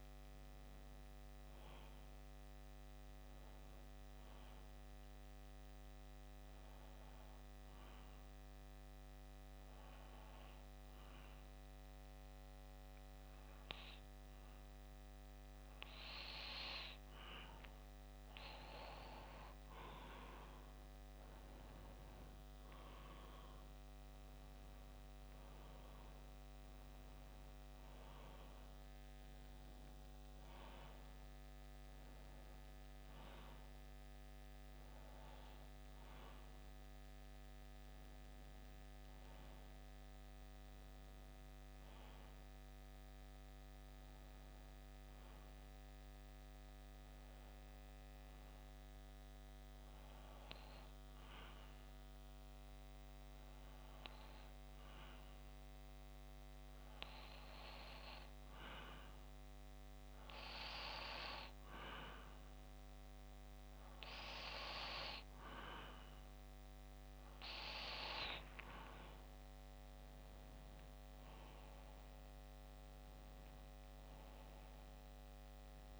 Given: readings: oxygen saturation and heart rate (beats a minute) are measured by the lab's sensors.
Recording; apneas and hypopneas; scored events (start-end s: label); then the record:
breathing in sleep by a microphone on the trachea; 2
3.00-17.00 s: obstructive apnea (oxygen 94% before, 91% lowest, heart rate 67 before, 65 extreme, up 5 after)
19.00-23.00 s: arousal
44.00-58.00 s: obstructive apnea (oxygen 93% before, 91% lowest, heart rate 68 before, 63 extreme, up 5 after)
69.00-73.00 s: arousal
74.50-76.00 s: oxygen desaturation (device-marked, oxygen 94% before, 91% lowest, heart rate 67 before, 65 extreme)
From the record:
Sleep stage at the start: N2 (light sleep); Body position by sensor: on the back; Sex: male